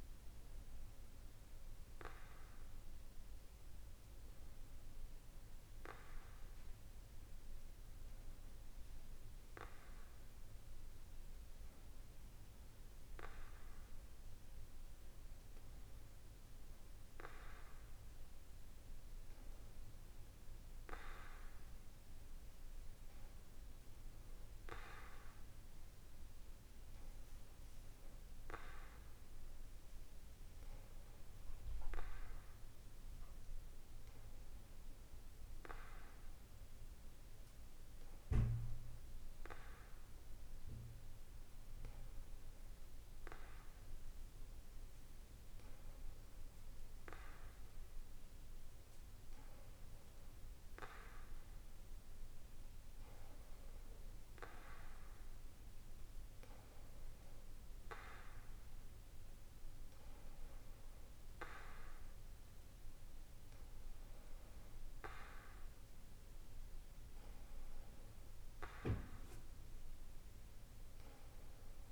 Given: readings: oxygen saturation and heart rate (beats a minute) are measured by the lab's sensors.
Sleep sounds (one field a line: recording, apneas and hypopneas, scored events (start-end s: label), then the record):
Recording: breathing in sleep by a room microphone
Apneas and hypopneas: none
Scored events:
none scored
From the record:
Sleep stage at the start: N2 (light sleep)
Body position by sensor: on the back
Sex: male